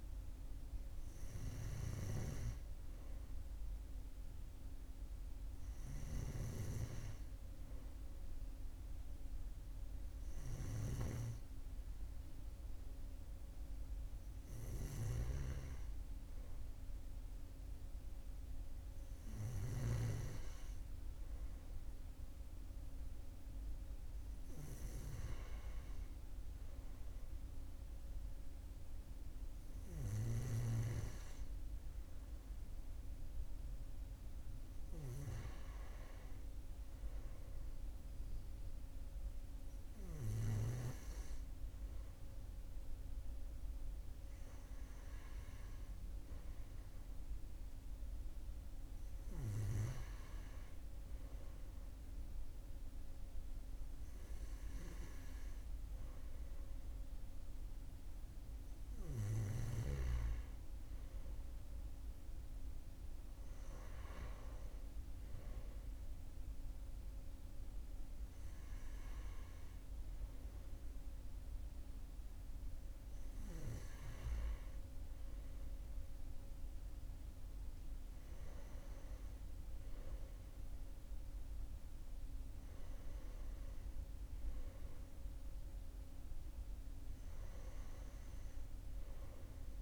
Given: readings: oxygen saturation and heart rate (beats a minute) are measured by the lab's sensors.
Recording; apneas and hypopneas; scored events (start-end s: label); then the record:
breathing in sleep by a room microphone; none
none scored
From the record:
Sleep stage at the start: N2 (light sleep); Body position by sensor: on the right side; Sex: male